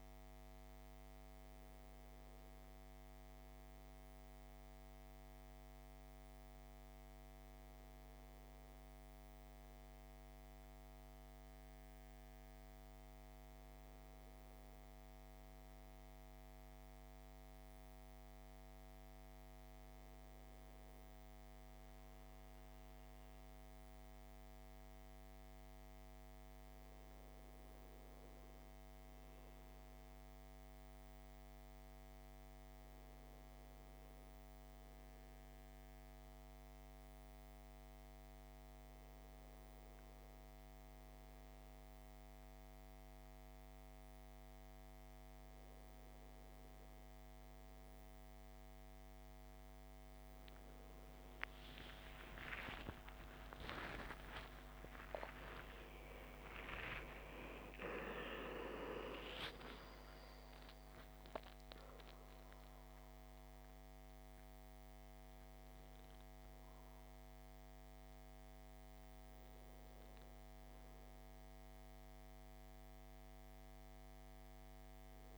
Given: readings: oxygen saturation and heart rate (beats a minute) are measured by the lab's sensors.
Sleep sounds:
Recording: breathing in sleep by a microphone on the trachea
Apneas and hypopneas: none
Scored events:
1.50-17.50 s: oxygen desaturation (device-marked, oxygen 97% before, 94% lowest, heart rate 58 before, 58 extreme)
15.50-75.38 s: new sleep stage, N1 (lightest sleep)
52.50-58.00 s: arousal
55.50-75.38 s: oxygen desaturation (device-marked, oxygen 97% before, 93% lowest, heart rate 67 before, 54 extreme)
From the record:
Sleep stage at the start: N2 (light sleep)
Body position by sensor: on the back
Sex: male

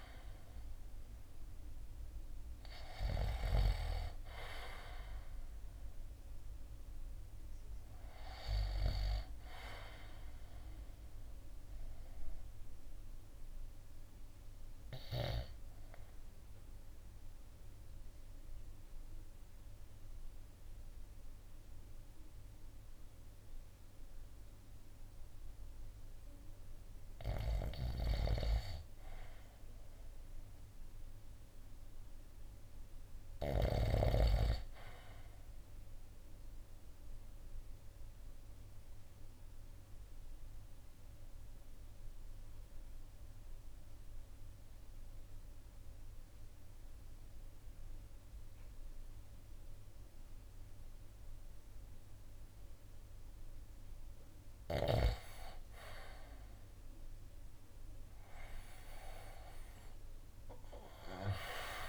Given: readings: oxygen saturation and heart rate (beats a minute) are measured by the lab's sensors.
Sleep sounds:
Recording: breathing in sleep by a room microphone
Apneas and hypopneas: 2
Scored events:
0.00-8.50 s: drop in pulse transit time (device-marked, heart rate 59 extreme)
0.00-25.50 s: oxygen desaturation (device-marked, oxygen 84% lowest, heart rate 51 extreme)
11.00-25.00 s: obstructive apnea (oxygen 94% before, 84% lowest, heart rate 61 before, 52 extreme, up 3 after)
28.00-31.00 s: arousal
36.50-52.50 s: obstructive apnea (oxygen 97% before, 86% lowest, heart rate 56 before, 51 extreme, up 10 after)
38.50-58.50 s: oxygen desaturation (device-marked, oxygen 97% before, 91% lowest, heart rate 56 before, 51 extreme)
55.50-59.00 s: arousal
59.50-61.89 s: drop in pulse transit time (device-marked, heart rate 54 before, 55 extreme)
From the record:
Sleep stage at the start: REM sleep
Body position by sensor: on the right side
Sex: male

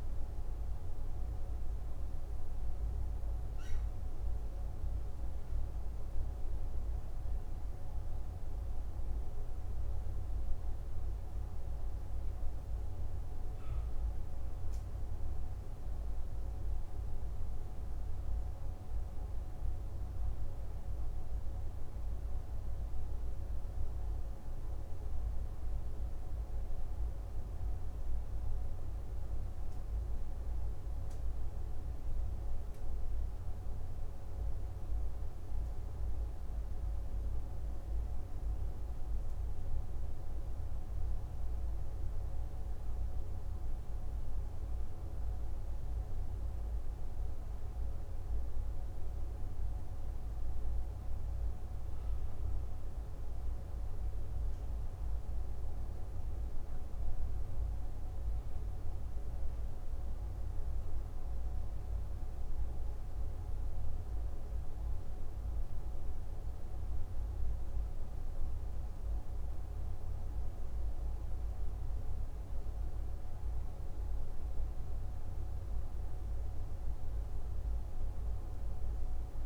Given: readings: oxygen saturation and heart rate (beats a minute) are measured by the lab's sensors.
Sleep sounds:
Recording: breathing in sleep, hard to hear, by a room microphone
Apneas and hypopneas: none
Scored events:
none scored
From the record:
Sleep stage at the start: N2 (light sleep)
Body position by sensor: on the left side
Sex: male

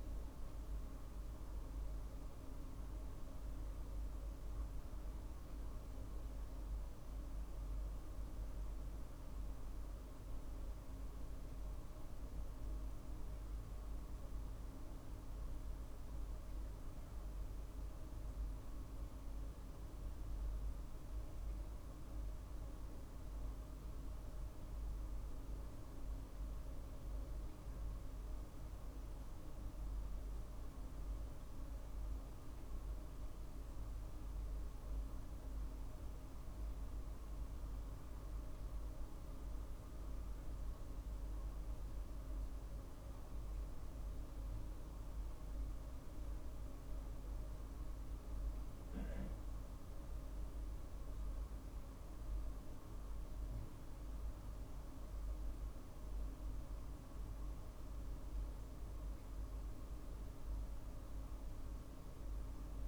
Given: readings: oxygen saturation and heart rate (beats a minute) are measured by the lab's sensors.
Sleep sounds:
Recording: a person partly awake in a sleep study, hard to hear, by a room microphone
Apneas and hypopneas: none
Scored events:
24.00-26.00 s: long interval between heartbeats (device-marked, heart rate 52 before, 55 extreme)
25.50-62.88 s: new sleep stage, N1 (lightest sleep)
From the record:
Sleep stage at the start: awake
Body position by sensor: on the right side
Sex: male

